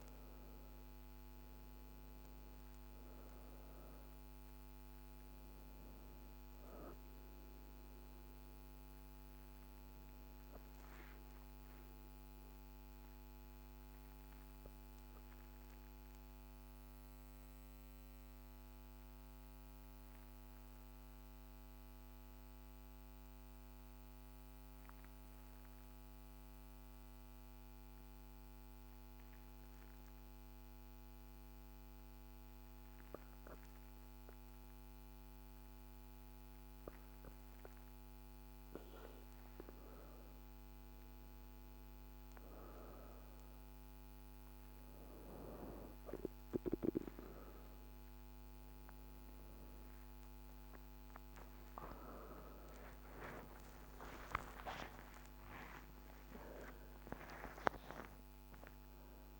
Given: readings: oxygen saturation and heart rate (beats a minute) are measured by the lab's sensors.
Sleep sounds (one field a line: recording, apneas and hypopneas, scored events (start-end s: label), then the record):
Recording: breathing in sleep by a microphone on the trachea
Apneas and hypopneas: 1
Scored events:
0.00-2.50 s: arousal
0.00-19.50 s: oxygen desaturation (device-marked, oxygen 87% lowest, heart rate 49 extreme)
14.50-37.50 s: obstructive apnea (oxygen 98% before, 88% lowest, heart rate 54 before, 49 extreme, up 1 after)
35.50-59.40 s: oxygen desaturation (device-marked, oxygen 98% before, 92% lowest, heart rate 52 before, 49 extreme)
51.50-56.00 s: arousal
From the record:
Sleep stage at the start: N2 (light sleep)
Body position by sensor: on the back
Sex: female